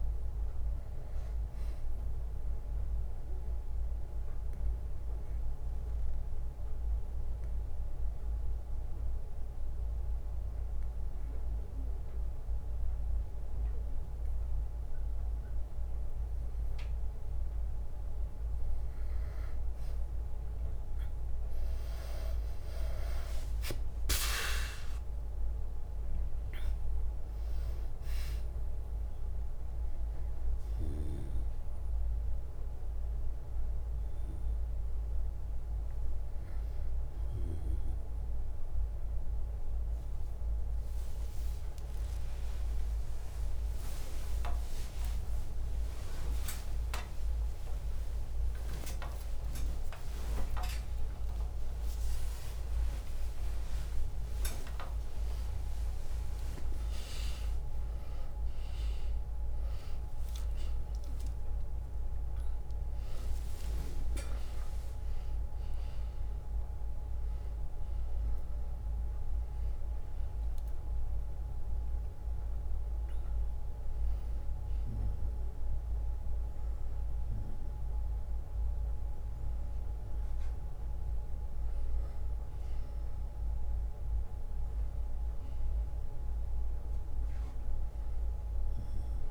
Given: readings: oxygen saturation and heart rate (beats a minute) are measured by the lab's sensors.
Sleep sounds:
a person partly awake in a sleep study, by a room microphone; 1
3.50-16.50 s: obstructive apnea (oxygen 97% before, 90% lowest, heart rate 60 before, 60 extreme, up 4 after)
21.00-23.00 s: long interval between heartbeats (device-marked, heart rate 62 before, 61 extreme)
21.50-26.50 s: arousal
22.00-36.00 s: drop in pulse transit time (device-marked, heart rate 62 before, 61 extreme)
37.00-39.00 s: bradycardia (device-marked, heart rate 63 before, 65 extreme)
42.00-44.00 s: long interval between heartbeats (device-marked, heart rate 66 before, 75 extreme)
43.00-59.00 s: tachycardia (device-marked, heart rate 63 before, 179 extreme)
45.00-89.31 s: new sleep stage, awake
47.00-66.00 s: drop in pulse transit time (device-marked, heart rate 72 before, 97 extreme)
48.00-50.00 s: long interval between heartbeats (device-marked, heart rate 75 before, 140 extreme)
49.00-69.00 s: oxygen desaturation (device-marked, oxygen 96% before, 90% lowest, heart rate 79 before, 57 extreme)
50.00-52.00 s: long interval between heartbeats (device-marked, heart rate 83 before, 165 extreme)
56.50-58.50 s: long interval between heartbeats (device-marked, heart rate 114 before, 172 extreme)
60.00-62.00 s: long interval between heartbeats (device-marked, heart rate 134 before, 116 extreme)
60.00-68.00 s: tachycardia (device-marked, heart rate 66 before, 145 extreme)
62.00-64.00 s: long interval between heartbeats (device-marked, heart rate 141 before, 97 extreme)
66.50-68.50 s: long interval between heartbeats (device-marked, heart rate 148 before, 145 extreme)
72.50-74.50 s: long interval between heartbeats (device-marked, heart rate 142 before, 76 extreme)
75.00-77.00 s: long interval between heartbeats (device-marked, heart rate 127 before, 93 extreme)
81.00-83.00 s: bradycardia (device-marked, heart rate 68 before, 90 extreme)
81.00-83.00 s: long interval between heartbeats (device-marked, heart rate 108 before, 90 extreme)
87.00-89.00 s: long interval between heartbeats (device-marked, heart rate 93 before, 72 extreme)
From the record:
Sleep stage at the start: N2 (light sleep); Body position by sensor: on the back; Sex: male

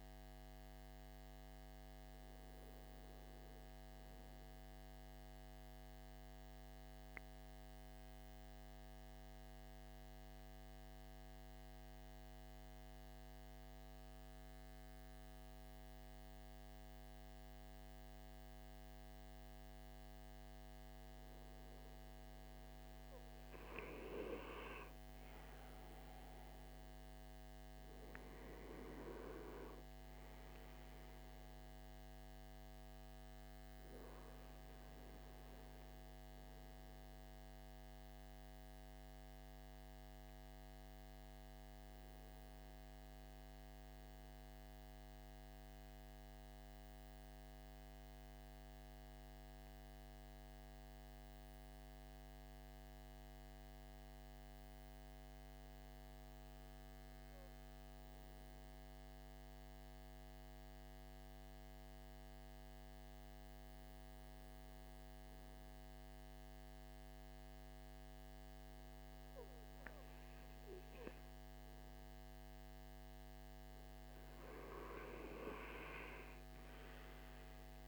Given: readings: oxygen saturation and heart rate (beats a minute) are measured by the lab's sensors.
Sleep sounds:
breathing in sleep by a microphone on the trachea; 2
4.50-20.50 s: obstructive apnea (oxygen 97% before, 90% lowest)
11.50-77.88 s: new sleep stage, REM sleep
24.00-29.50 s: arousal
33.50-53.50 s: oxygen desaturation (device-marked, oxygen 97% before, 90% lowest)
36.00-71.50 s: obstructive apnea (oxygen 97% before, 90% lowest)
64.50-77.50 s: oxygen desaturation (device-marked, oxygen 98% before, 92% lowest)
75.50-77.88 s: arousal
From the record:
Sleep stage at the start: N2 (light sleep); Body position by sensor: on the front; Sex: male

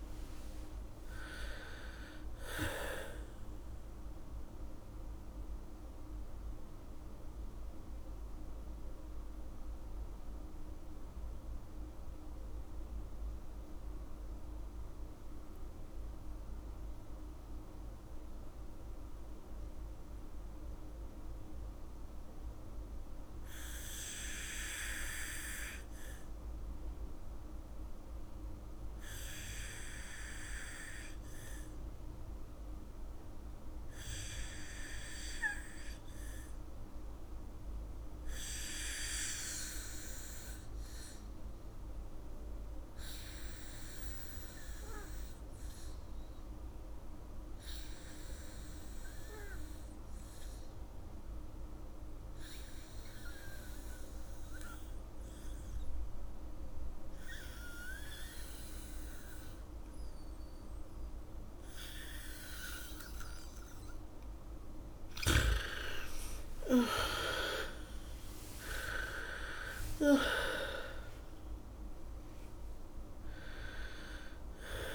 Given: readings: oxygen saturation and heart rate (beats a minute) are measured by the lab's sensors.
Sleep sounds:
breathing in sleep by a room microphone; 1
0.00-1.00 s: bradycardia (device-marked, heart rate 28 extreme)
0.00-19.00 s: oxygen desaturation (device-marked, oxygen 69% lowest, heart rate 28 extreme)
6.50-65.50 s: mixed apnea (oxygen 99% before, 69% lowest, heart rate 52 before, 55 extreme, up 27 after)
32.00-74.95 s: oxygen desaturation (device-marked, oxygen 100% before, 76% lowest, heart rate 73 before, 55 extreme)
53.00-55.00 s: bradycardia (device-marked, heart rate 69 before, 63 extreme)
58.00-65.00 s: bradycardia (device-marked, heart rate 69 before, 57 extreme)
67.00-71.00 s: arousal
From the record:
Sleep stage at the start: N2 (light sleep); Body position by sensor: on the back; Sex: female

